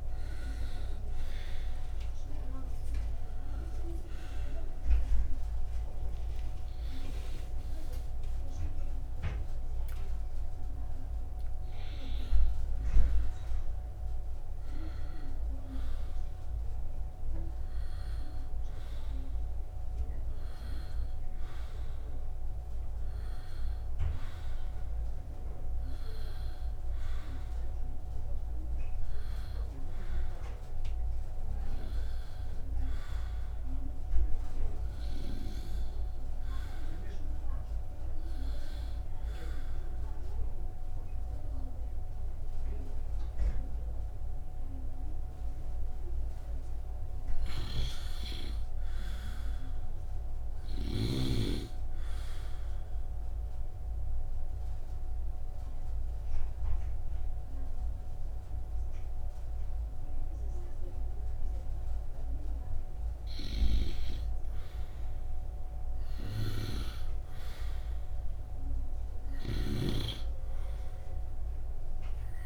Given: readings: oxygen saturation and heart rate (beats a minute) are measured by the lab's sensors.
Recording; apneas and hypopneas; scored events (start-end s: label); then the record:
breathing in sleep by a room microphone; 1
0.00-26.50 s: oxygen desaturation (device-marked, oxygen 64% lowest, heart rate 59 extreme)
9.50-39.50 s: new sleep stage, N1 (lightest sleep)
39.50-72.46 s: new sleep stage, N2 (light sleep)
53.00-63.00 s: obstructive apnea (oxygen 98% before, 89% lowest, heart rate 73 before, 69 extreme, up 0 after)
56.50-68.50 s: oxygen desaturation (device-marked, oxygen 96% before, 89% lowest, heart rate 72 before, 68 extreme)
63.50-70.00 s: snoring (device-marked)
64.50-68.00 s: arousal
From the record:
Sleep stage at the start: N2 (light sleep); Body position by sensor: upright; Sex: male